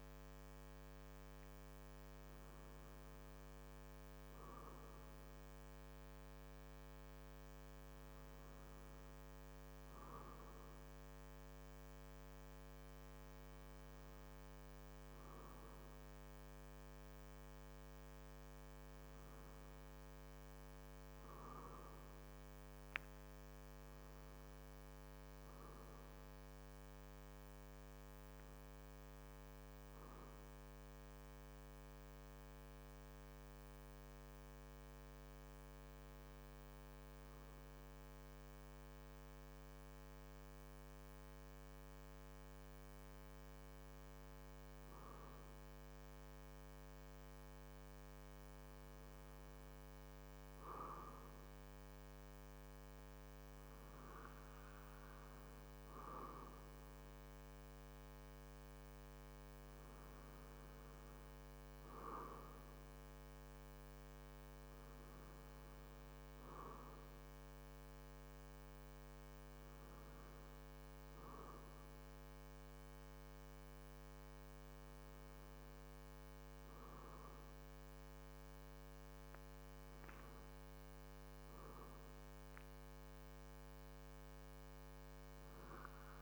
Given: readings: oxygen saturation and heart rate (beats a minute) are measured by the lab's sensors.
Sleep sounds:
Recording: breathing in sleep, hard to hear, by a microphone on the trachea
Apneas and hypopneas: none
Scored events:
none scored
From the record:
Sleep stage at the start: N2 (light sleep)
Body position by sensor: on the back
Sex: male

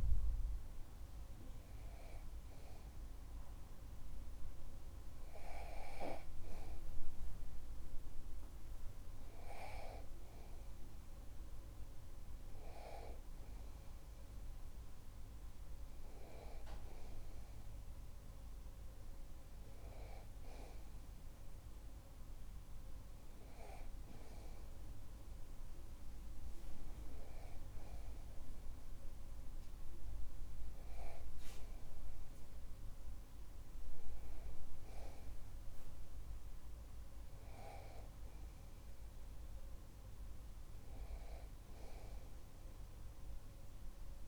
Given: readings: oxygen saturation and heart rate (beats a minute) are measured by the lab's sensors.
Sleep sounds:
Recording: breathing in sleep by a room microphone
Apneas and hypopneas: none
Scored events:
38.00-41.50 s: arousal
From the record:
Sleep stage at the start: N2 (light sleep)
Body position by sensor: on the back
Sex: male

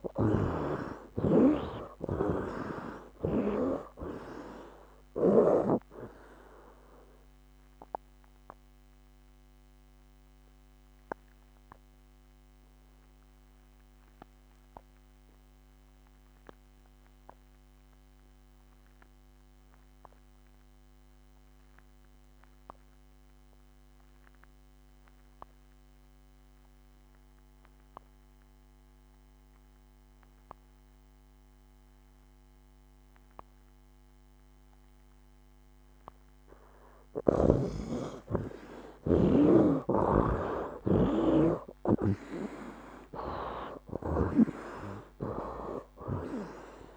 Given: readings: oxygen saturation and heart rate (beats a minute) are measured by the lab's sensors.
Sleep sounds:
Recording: breathing in sleep by a microphone on the trachea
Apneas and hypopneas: 1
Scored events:
0.00-2.50 s: arousal
0.00-24.50 s: oxygen desaturation (device-marked, oxygen 49% lowest, heart rate 63 extreme)
1.00-5.50 s: snoring (device-marked)
7.00-36.50 s: obstructive apnea (oxygen 69% before, 49% lowest, heart rate 79 before, 74 extreme, up 17 after)
26.50-46.97 s: oxygen desaturation (device-marked, oxygen 92% before, 52% lowest, heart rate 83 before, 70 extreme)
38.00-42.50 s: arousal
39.50-46.97 s: snoring (device-marked)
From the record:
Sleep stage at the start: N2 (light sleep)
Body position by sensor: on the right side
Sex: male

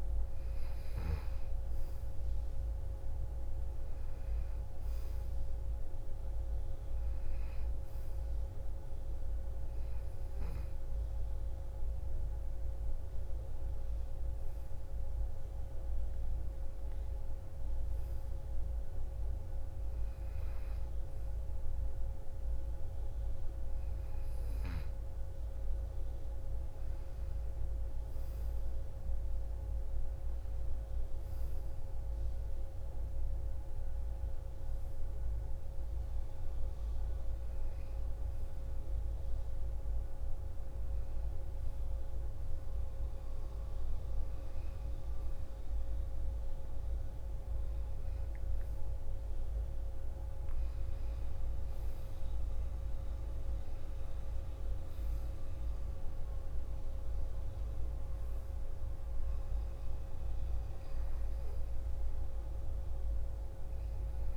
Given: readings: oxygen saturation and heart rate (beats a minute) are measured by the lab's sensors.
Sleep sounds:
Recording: breathing in sleep, hard to hear, by a room microphone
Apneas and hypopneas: none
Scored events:
none scored
From the record:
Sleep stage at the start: N2 (light sleep)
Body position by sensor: on the right side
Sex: female

